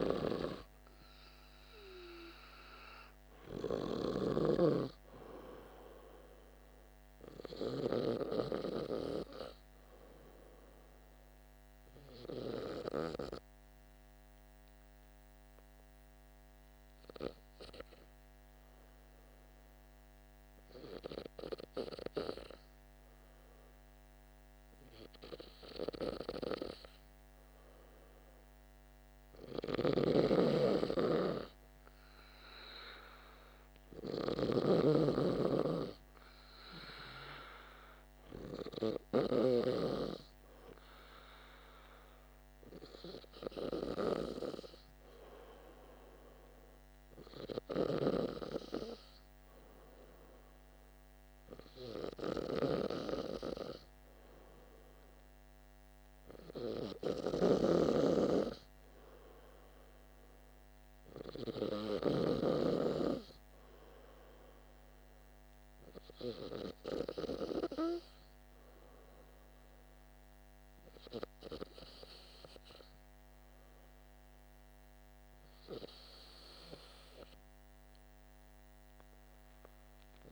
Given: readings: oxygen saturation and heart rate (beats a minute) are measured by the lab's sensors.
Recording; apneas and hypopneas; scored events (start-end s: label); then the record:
breathing in sleep by a microphone on the trachea; 1
0.00-4.50 s: snoring (device-marked)
11.50-23.50 s: hypopnea (oxygen 98% before, 94% lowest, heart rate 52 before, 49 extreme, up 3 after)
26.00-30.00 s: arousal
29.50-39.00 s: snoring (device-marked)
52.00-62.00 s: snoring (device-marked)
From the record:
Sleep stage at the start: N2 (light sleep); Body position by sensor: on the back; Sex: male